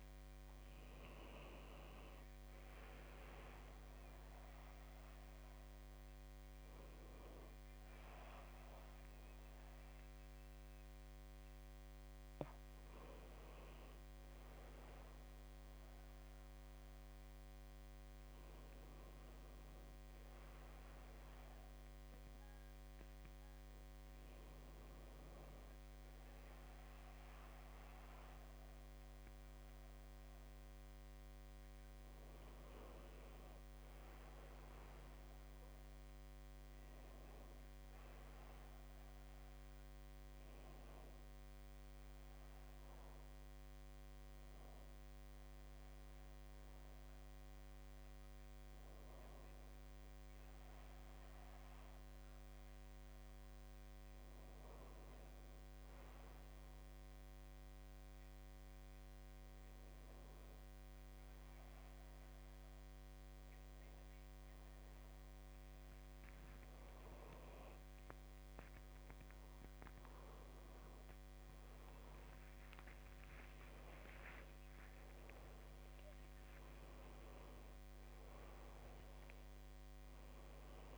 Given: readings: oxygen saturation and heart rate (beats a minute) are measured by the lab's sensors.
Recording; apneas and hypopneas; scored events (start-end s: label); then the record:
breathing in sleep, hard to hear, by a microphone on the trachea; 1
44.50-65.50 s: hypopnea (oxygen 97% before, 94% lowest, heart rate 67 before, 65 extreme)
69.00-71.00 s: long interval between heartbeats (device-marked, heart rate 66 before, 94 extreme)
70.00-75.00 s: arousal
70.00-80.98 s: oxygen desaturation (device-marked, oxygen 97% before, 95% lowest, heart rate 67 before, 66 extreme)
71.50-73.50 s: long interval between heartbeats (device-marked, heart rate 70 before, 128 extreme)
74.00-76.00 s: long interval between heartbeats (device-marked, heart rate 80 before, 167 extreme)
76.00-78.00 s: long interval between heartbeats (device-marked, heart rate 91 before, 145 extreme)
From the record:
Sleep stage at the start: N2 (light sleep); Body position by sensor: on the back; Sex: male